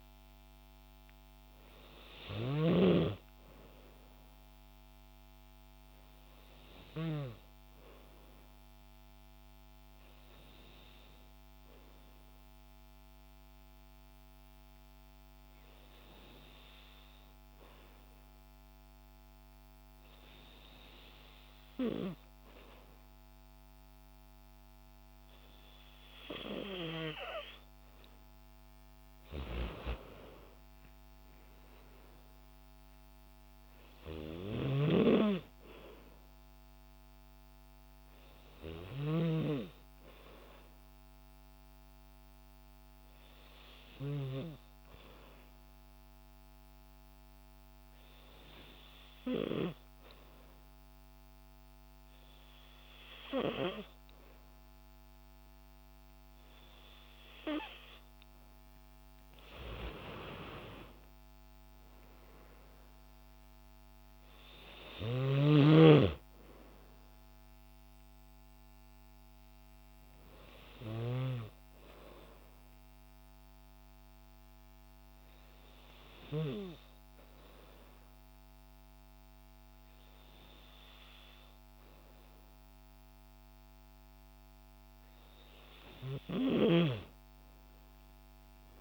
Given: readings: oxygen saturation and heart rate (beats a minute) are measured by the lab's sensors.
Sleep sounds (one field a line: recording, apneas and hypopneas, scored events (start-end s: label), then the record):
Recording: breathing in sleep by a microphone on the trachea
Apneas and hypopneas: 3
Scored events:
9.00-27.00 s: hypopnea (oxygen 96% before, 92% lowest, heart rate 69 before, 54 extreme, up 21 after)
31.50-35.50 s: arousal
41.00-57.50 s: hypopnea (oxygen 97% before, 93% lowest, heart rate 69 before, 54 extreme, up 48 after)
59.50-64.50 s: arousal
74.00-84.50 s: hypopnea (oxygen 96% before, 93% lowest, heart rate 77 before, 53 extreme, up 10 after)
85.50-88.81 s: arousal
From the record:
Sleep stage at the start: N2 (light sleep)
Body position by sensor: on the back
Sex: female